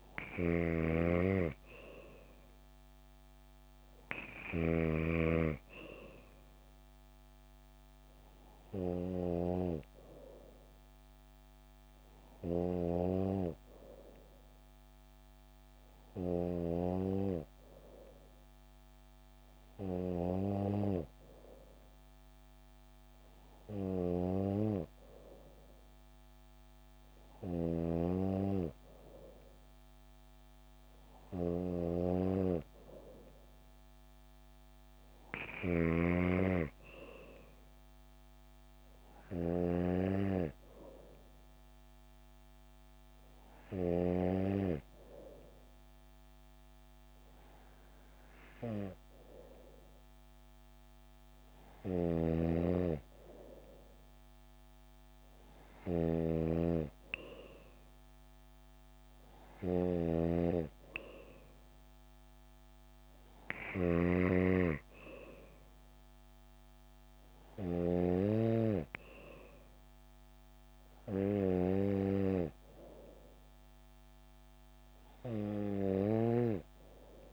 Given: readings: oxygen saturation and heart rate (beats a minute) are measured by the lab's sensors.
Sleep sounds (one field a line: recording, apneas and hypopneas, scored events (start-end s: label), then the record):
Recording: breathing in sleep by a microphone on the trachea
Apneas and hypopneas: none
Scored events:
0.00-5.00 s: snoring (device-marked)
36.50-77.33 s: new sleep stage, N3 (deep sleep)
52.00-60.50 s: snoring (device-marked)
From the record:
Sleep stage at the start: N2 (light sleep)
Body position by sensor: on the back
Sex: female